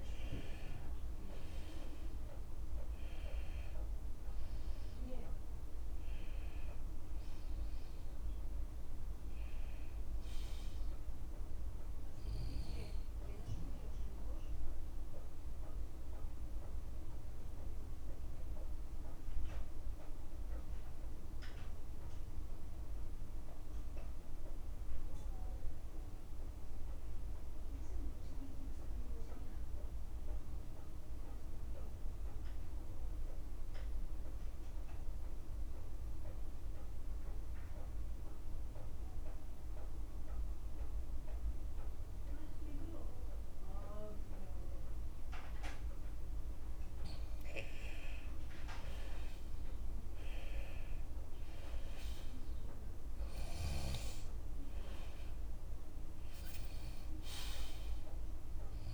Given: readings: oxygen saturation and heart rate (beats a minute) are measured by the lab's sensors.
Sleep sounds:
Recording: breathing in sleep by a room microphone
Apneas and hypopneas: 1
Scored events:
0.00-33.50 s: oxygen desaturation (device-marked, oxygen 86% lowest, heart rate 52 extreme)
2.50-4.50 s: long interval between heartbeats (device-marked, heart rate 57 before, 68 extreme)
14.50-47.00 s: mixed apnea (oxygen 95% before, 86% lowest, heart rate 63 before, 49 extreme, up 7 after)
16.00-18.00 s: long interval between heartbeats (device-marked, heart rate 62 before, 60 extreme)
49.00-52.00 s: arousal
50.50-58.93 s: oxygen desaturation (device-marked, oxygen 98% before, 88% lowest, heart rate 53 before, 48 extreme)
From the record:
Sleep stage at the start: N2 (light sleep)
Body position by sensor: on the left side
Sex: male

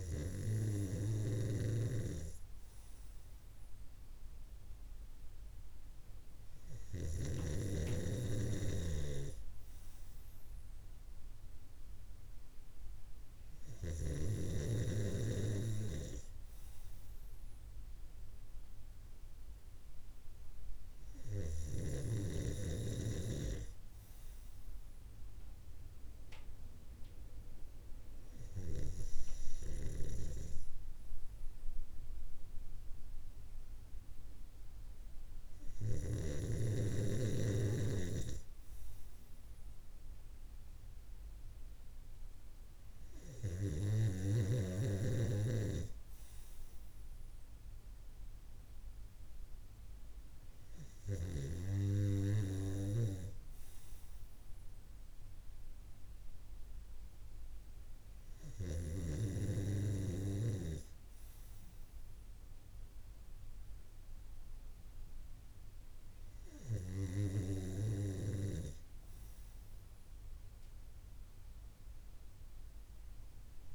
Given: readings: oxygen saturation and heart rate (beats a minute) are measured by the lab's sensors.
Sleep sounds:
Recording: breathing in sleep by a room microphone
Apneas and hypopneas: none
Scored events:
29.00-35.50 s: snoring (device-marked)
From the record:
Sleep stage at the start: N2 (light sleep)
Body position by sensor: on the right side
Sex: male

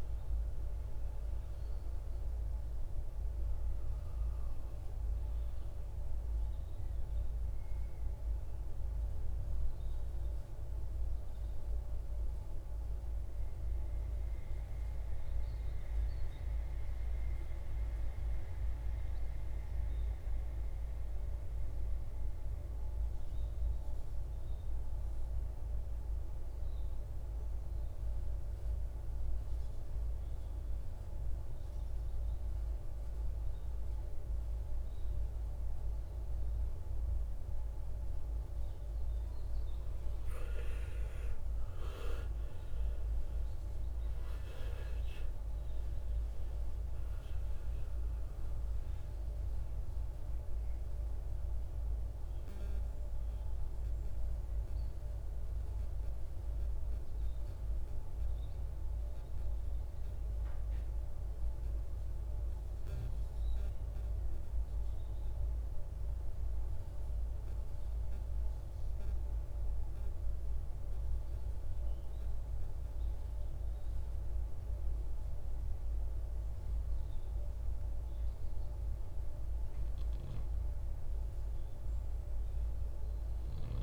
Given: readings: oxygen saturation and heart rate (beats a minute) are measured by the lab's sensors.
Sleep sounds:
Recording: breathing in sleep, hard to hear, by a room microphone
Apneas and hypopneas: 2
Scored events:
0.00-18.00 s: oxygen desaturation (device-marked, oxygen 91% lowest, heart rate 49 extreme)
11.50-37.00 s: obstructive apnea (oxygen 98% before, 87% lowest, heart rate 60 before, 50 extreme, up 19 after)
35.00-67.00 s: oxygen desaturation (device-marked, oxygen 98% before, 87% lowest, heart rate 51 before, 51 extreme)
41.50-46.50 s: arousal
53.50-77.00 s: hypopnea (oxygen 98% before, 87% lowest, heart rate 65 before, 51 extreme, up 8 after)
80.00-83.00 s: arousal
From the record:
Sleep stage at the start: N2 (light sleep)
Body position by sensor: on the right side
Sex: male

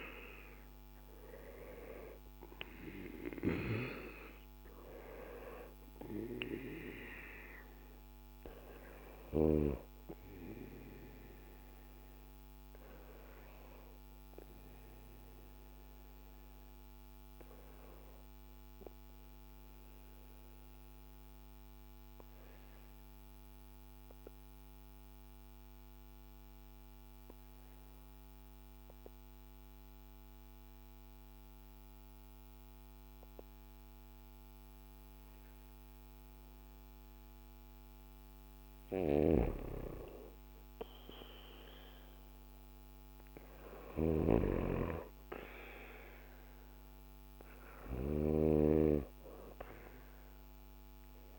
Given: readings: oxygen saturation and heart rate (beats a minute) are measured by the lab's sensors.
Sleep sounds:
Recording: breathing in sleep by a microphone on the trachea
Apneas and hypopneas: 1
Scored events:
0.00-24.50 s: oxygen desaturation (device-marked, oxygen 85% lowest, heart rate 57 extreme)
8.00-37.00 s: obstructive apnea (oxygen 98% before, 85% lowest, heart rate 60 before, 57 extreme, up 3 after)
38.50-51.39 s: snoring (device-marked)
39.50-43.50 s: arousal
43.50-51.39 s: oxygen desaturation (device-marked, oxygen 98% before, 91% lowest, heart rate 58 before, 54 extreme)
From the record:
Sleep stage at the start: N2 (light sleep)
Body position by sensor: on the back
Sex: male

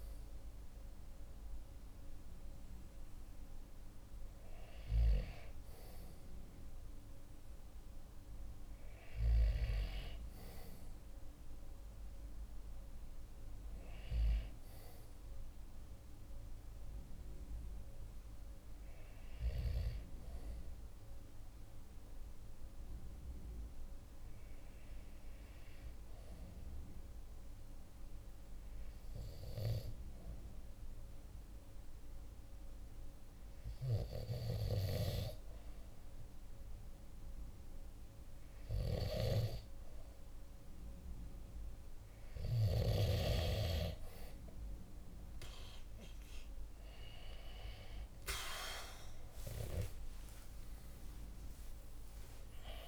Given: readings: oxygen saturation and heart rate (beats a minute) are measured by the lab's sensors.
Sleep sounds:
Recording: breathing in sleep by a room microphone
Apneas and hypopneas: 1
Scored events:
22.50-36.50 s: hypopnea (oxygen 98% before, 94% lowest, heart rate 49 before, 47 extreme, up 2 after)
38.50-42.00 s: arousal
50.00-52.88 s: arousal
From the record:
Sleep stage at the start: N2 (light sleep)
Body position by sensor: on the right side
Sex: male

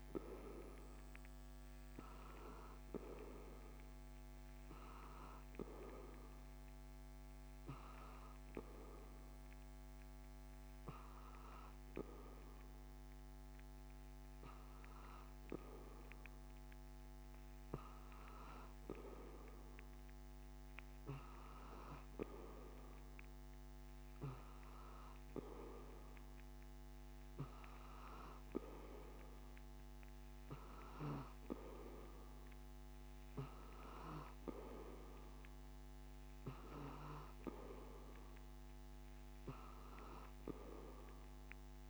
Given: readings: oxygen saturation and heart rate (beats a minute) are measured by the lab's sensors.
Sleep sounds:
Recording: breathing in sleep by a microphone on the trachea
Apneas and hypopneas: none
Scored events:
none scored
From the record:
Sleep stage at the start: N2 (light sleep)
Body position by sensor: on the back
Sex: male

